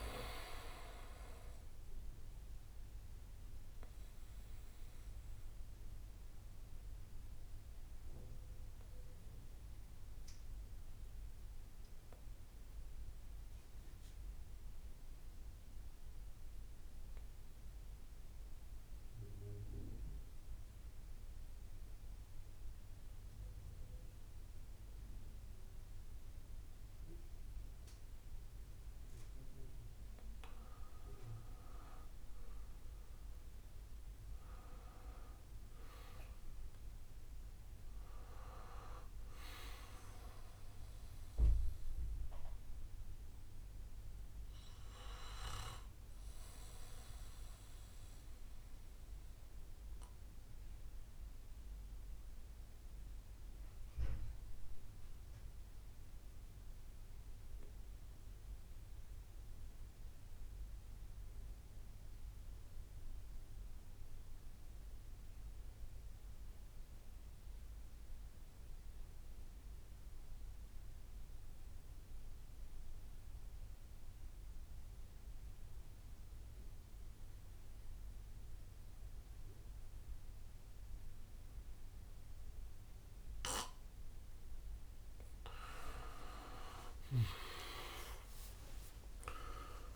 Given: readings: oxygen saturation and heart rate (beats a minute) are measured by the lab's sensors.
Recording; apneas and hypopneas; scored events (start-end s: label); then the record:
breathing in sleep by a room microphone; 2
0.00-1.50 s: drop in pulse transit time (device-marked, heart rate 64 extreme)
0.00-3.50 s: bradycardia (device-marked, heart rate 58 extreme)
0.00-8.50 s: oxygen desaturation (device-marked, oxygen 90% lowest, heart rate 56 extreme)
4.00-28.00 s: obstructive apnea (oxygen 98% before, 91% lowest, heart rate 67 before, 56 extreme, up 1 after)
9.50-12.50 s: bradycardia (device-marked, heart rate 64 before, 60 extreme)
26.50-28.50 s: bradycardia (device-marked, heart rate 64 before, 60 extreme)
29.50-52.50 s: oxygen desaturation (device-marked, oxygen 98% before, 91% lowest, heart rate 60 before, 56 extreme)
30.00-34.50 s: arousal
39.50-60.50 s: bradycardia (device-marked, heart rate 64 before, 56 extreme)
50.00-85.00 s: obstructive apnea (oxygen 98% before, 86% lowest, heart rate 60 before, 57 extreme, up 59 after)
69.50-89.96 s: oxygen desaturation (device-marked, oxygen 99% before, 86% lowest, heart rate 58 before, 61 extreme)
74.50-89.96 s: new sleep stage, awake
86.50-89.96 s: tachycardia (device-marked, heart rate 62 before, 179 extreme)
87.50-89.50 s: long interval between heartbeats (device-marked, heart rate 62 before, 76 extreme)
88.50-89.96 s: drop in pulse transit time (device-marked, heart rate 62 before, 78 extreme)
From the record:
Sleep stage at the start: N2 (light sleep); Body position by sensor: on the back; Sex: male